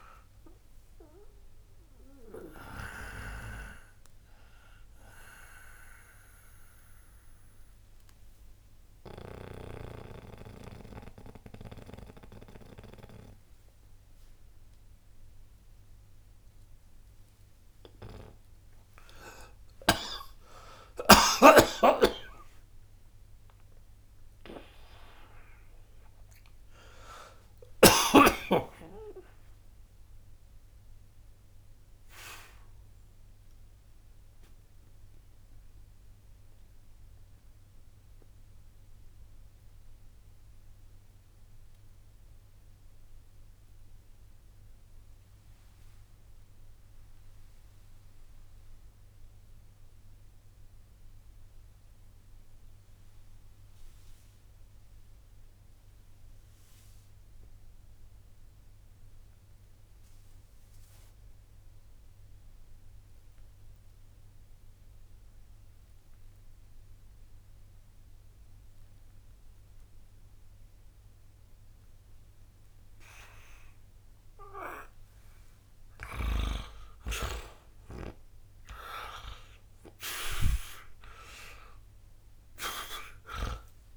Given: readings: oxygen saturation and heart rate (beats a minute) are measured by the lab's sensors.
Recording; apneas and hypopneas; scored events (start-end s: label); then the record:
breathing in sleep by a room microphone; 1
0.00-19.00 s: oxygen desaturation (device-marked, oxygen 87% lowest, heart rate 58 extreme)
13.00-73.00 s: new sleep stage, N2 (light sleep)
22.50-26.50 s: arousal
30.50-74.50 s: mixed apnea (oxygen 98% before, 85% lowest, heart rate 80 before, 61 extreme, up 0 after)
73.00-83.97 s: new sleep stage, N1 (lightest sleep)
75.50-79.50 s: arousal
79.00-83.97 s: oxygen desaturation (device-marked, oxygen 98% before, 85% lowest, heart rate 61 before, 52 extreme)
From the record:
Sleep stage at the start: N1 (lightest sleep); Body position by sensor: on the back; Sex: male